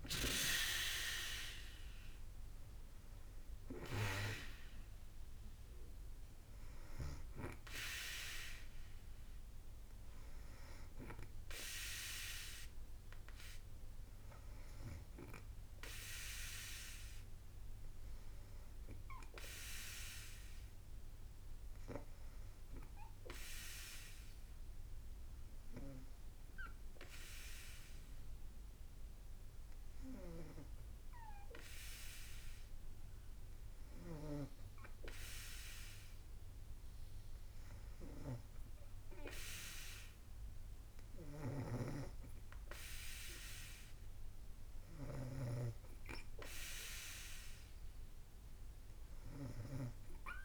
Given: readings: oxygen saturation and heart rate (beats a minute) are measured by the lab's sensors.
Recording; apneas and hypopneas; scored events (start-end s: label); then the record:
breathing in sleep by a room microphone; 1
1.00-5.00 s: arousal
1.50-15.50 s: drop in pulse transit time (device-marked, heart rate 55 before, 54 extreme)
20.00-34.00 s: hypopnea (oxygen 96% before, 90% lowest, heart rate 57 before, 55 extreme, up 2 after)
21.50-28.50 s: oxygen desaturation (device-marked, oxygen 93% before, 90% lowest, heart rate 56 before, 55 extreme)
36.00-39.00 s: arousal
41.50-50.45 s: snoring (device-marked)
From the record:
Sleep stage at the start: N2 (light sleep); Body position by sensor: on the back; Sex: female